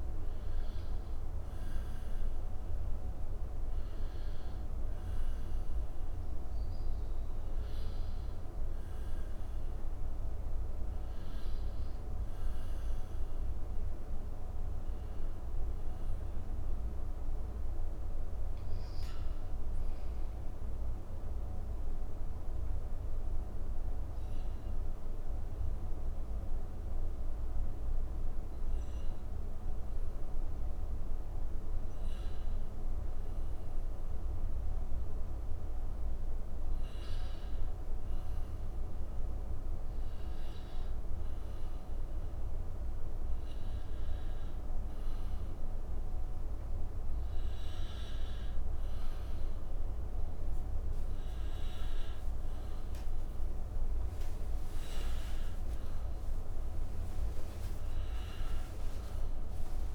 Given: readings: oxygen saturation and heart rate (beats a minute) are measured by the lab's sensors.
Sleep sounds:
breathing in sleep, hard to hear, by a room microphone; none
none scored
From the record:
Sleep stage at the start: N1 (lightest sleep); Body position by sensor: on the back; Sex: male

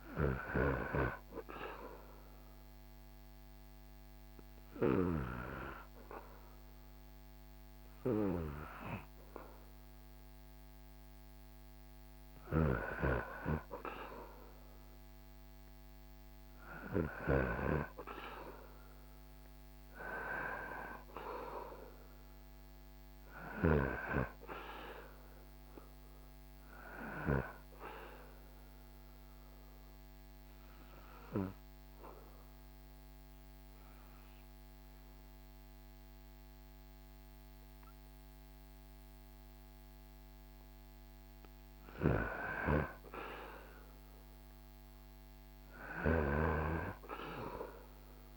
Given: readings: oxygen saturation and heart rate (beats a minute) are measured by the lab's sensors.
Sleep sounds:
breathing in sleep by a microphone on the trachea; 1
0.00-1.00 s: arousal
8.00-48.37 s: new sleep stage, N2 (light sleep)
11.50-16.50 s: snoring (device-marked)
28.00-39.50 s: obstructive apnea (oxygen 98% before, 93% lowest, heart rate 75 before, 65 extreme, up 6 after)
43.00-47.00 s: arousal
45.00-48.37 s: snoring (device-marked)
From the record:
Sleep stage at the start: REM sleep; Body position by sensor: on the back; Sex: male

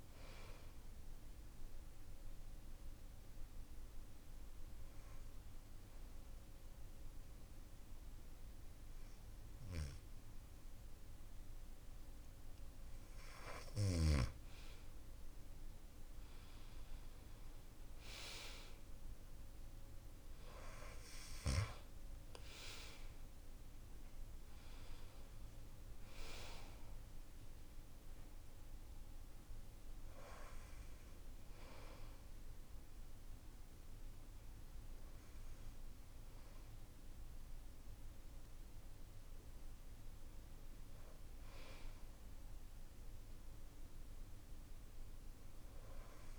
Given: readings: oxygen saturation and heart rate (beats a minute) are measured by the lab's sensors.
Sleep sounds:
breathing in sleep by a room microphone; 2
1.00-12.00 s: obstructive apnea (oxygen 97% before, 92% lowest)
3.00-12.00 s: oxygen desaturation (device-marked, oxygen 97% before, 93% lowest)
15.00-18.50 s: arousal
21.00-42.00 s: oxygen desaturation (device-marked, oxygen 95% before, 92% lowest)
26.50-39.50 s: hypopnea (oxygen 97% before, 92% lowest)
42.50-46.00 s: arousal
From the record:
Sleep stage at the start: N2 (light sleep); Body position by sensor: on the back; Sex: male

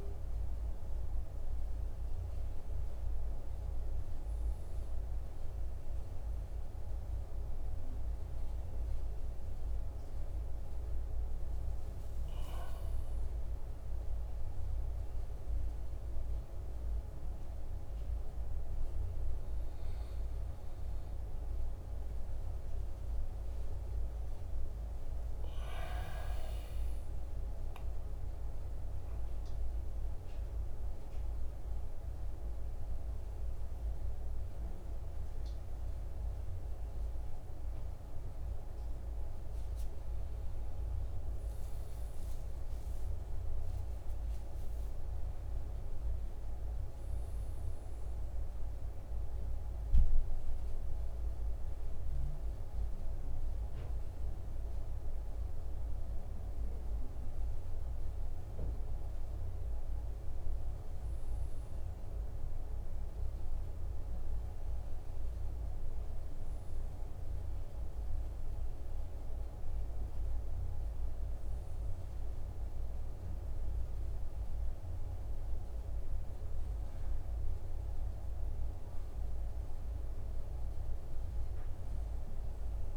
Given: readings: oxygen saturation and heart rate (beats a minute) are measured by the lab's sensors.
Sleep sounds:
breathing in sleep, hard to hear, by a room microphone; 1
17.00-22.00 s: arousal
24.50-38.00 s: central apnea (oxygen 97% before, 96% lowest, heart rate 44 before, 33 extreme, up 22 after)
40.50-44.00 s: arousal
80.50-82.97 s: new sleep stage, awake
From the record:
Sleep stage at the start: N1 (lightest sleep); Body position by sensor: on the right side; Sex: male

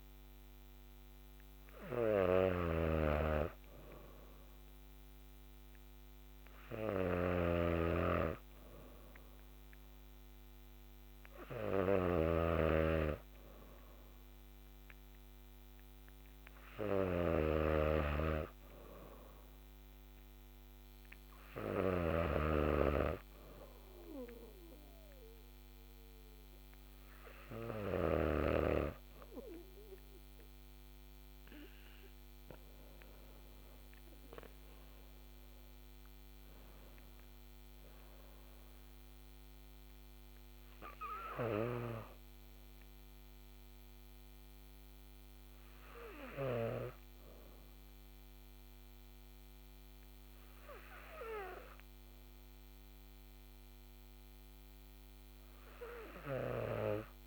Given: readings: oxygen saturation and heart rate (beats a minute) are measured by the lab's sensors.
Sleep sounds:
breathing in sleep by a microphone on the trachea; none
0.00-28.00 s: snoring (device-marked)
From the record:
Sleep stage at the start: N2 (light sleep); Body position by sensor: on the back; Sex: female

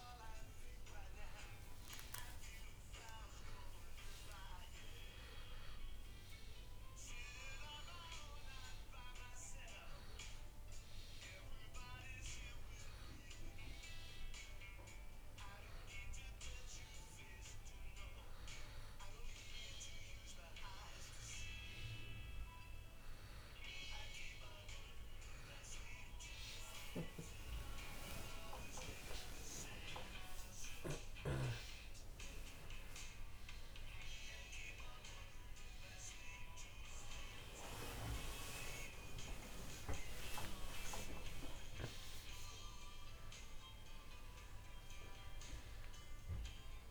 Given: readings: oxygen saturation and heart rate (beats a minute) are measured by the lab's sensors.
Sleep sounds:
a person partly awake in a sleep study, by a room microphone; none
24.00-46.91 s: new sleep stage, awake
From the record:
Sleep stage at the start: N2 (light sleep); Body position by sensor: on the back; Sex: male

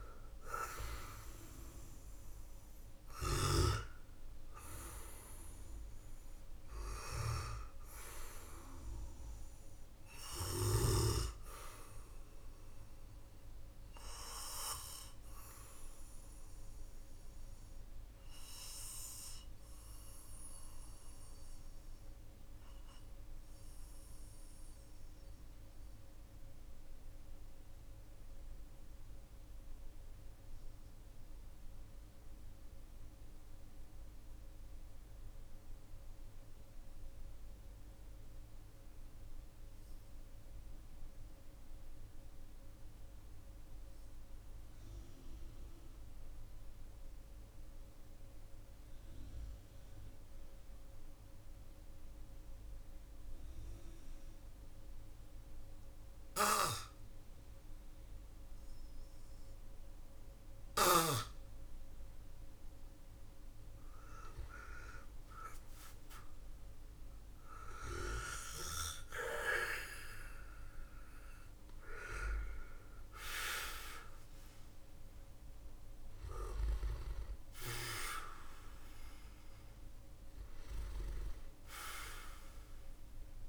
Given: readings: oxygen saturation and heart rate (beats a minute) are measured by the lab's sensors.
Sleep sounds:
breathing in sleep by a room microphone; 1
3.00-38.00 s: oxygen desaturation (device-marked, oxygen 96% before, 91% lowest, heart rate 55 before, 41 extreme)
16.00-61.50 s: obstructive apnea (oxygen 97% before, 91% lowest, heart rate 54 before, 43 extreme, up 12 after)
55.00-83.49 s: oxygen desaturation (device-marked, oxygen 99% before, 91% lowest, heart rate 55 before, 42 extreme)
63.50-69.50 s: arousal
From the record:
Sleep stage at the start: N2 (light sleep); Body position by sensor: on the back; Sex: male

